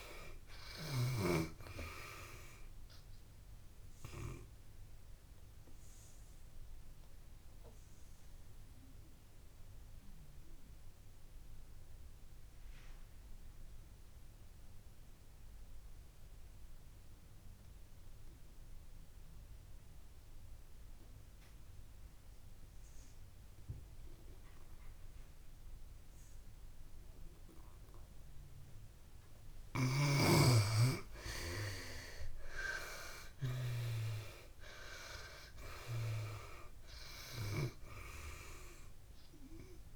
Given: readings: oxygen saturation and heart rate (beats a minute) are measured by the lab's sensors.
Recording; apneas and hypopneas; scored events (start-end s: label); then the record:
breathing in sleep by a room microphone; 1
0.00-20.50 s: oxygen desaturation (device-marked, oxygen 75% lowest)
4.00-28.50 s: obstructive apnea (oxygen 95% before, 71% lowest)
31.00-35.00 s: arousal
32.50-39.96 s: oxygen desaturation (device-marked, oxygen 96% before, 71% lowest)
From the record:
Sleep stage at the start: N2 (light sleep); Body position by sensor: on the back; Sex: female